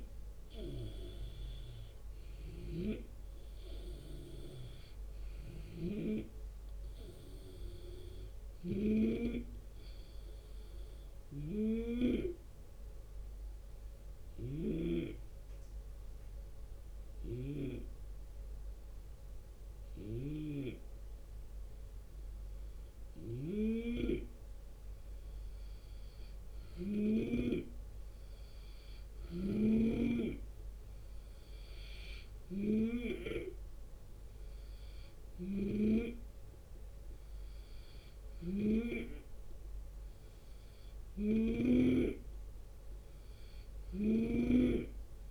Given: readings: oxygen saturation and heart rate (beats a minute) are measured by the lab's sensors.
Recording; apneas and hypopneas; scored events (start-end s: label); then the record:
breathing in sleep by a room microphone; 1
0.00-26.50 s: snoring (device-marked)
0.00-27.00 s: oxygen desaturation (device-marked, oxygen 89% lowest, heart rate 25 extreme)
5.00-6.00 s: drop in pulse transit time (device-marked, heart rate 49 before, 25 extreme)
8.00-10.00 s: long interval between heartbeats (device-marked, heart rate 45 before, 59 extreme)
11.00-13.00 s: long interval between heartbeats (device-marked, heart rate 43 before, 79 extreme)
11.00-22.50 s: hypopnea (oxygen 93% before, 88% lowest, heart rate 43 before, 25 extreme)
14.00-16.00 s: long interval between heartbeats (device-marked, heart rate 43 before, 67 extreme)
20.50-22.50 s: long interval between heartbeats (device-marked, heart rate 49 before, 37 extreme)
22.50-24.50 s: long interval between heartbeats (device-marked, heart rate 51 before, 59 extreme)
23.00-31.00 s: tachycardia (device-marked, heart rate 71 before, 128 extreme)
25.00-27.00 s: long interval between heartbeats (device-marked, heart rate 56 before, 74 extreme)
25.00-36.00 s: drop in pulse transit time (device-marked, heart rate 56 before, 39 extreme)
28.50-30.50 s: long interval between heartbeats (device-marked, heart rate 66 before, 125 extreme)
28.50-32.50 s: snoring (device-marked)
32.00-36.00 s: arousal
34.50-41.00 s: snoring (device-marked)
36.50-38.50 s: long interval between heartbeats (device-marked, heart rate 77 before, 35 extreme)
43.00-45.31 s: snoring (device-marked)
43.50-45.31 s: long interval between heartbeats (device-marked, heart rate 72 before, 34 extreme)
From the record:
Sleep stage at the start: N2 (light sleep); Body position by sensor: on the left side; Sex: male